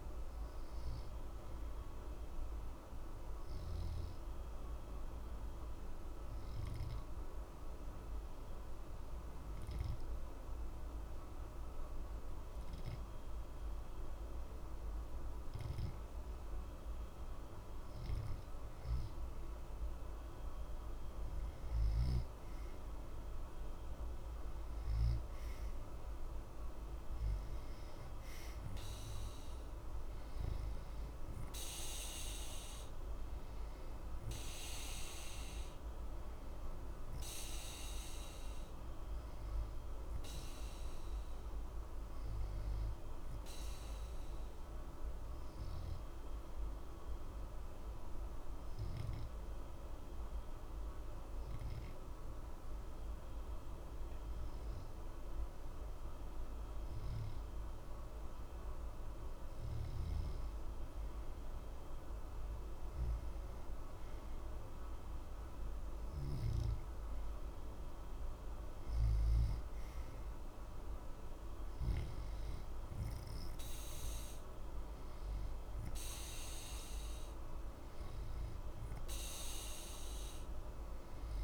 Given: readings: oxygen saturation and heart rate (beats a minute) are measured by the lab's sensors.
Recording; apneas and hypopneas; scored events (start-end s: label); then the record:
breathing in sleep, hard to hear, by a room microphone; 2
0.00-13.50 s: oxygen desaturation (device-marked, oxygen 87% lowest, heart rate 60 extreme)
3.00-17.00 s: obstructive apnea (oxygen 93% before, 87% lowest, heart rate 60 before, 60 extreme, up 0 after)
20.50-25.50 s: arousal
34.50-56.50 s: oxygen desaturation (device-marked, oxygen 92% before, 88% lowest, heart rate 60 before, 60 extreme)
43.00-60.50 s: obstructive apnea (oxygen 92% before, 88% lowest, heart rate 60 before, 60 extreme, up 2 after)
65.00-69.50 s: arousal
74.50-81.44 s: oxygen desaturation (device-marked, oxygen 92% before, 88% lowest, heart rate 61 before, 60 extreme)
From the record:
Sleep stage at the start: N2 (light sleep); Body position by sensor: on the back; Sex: male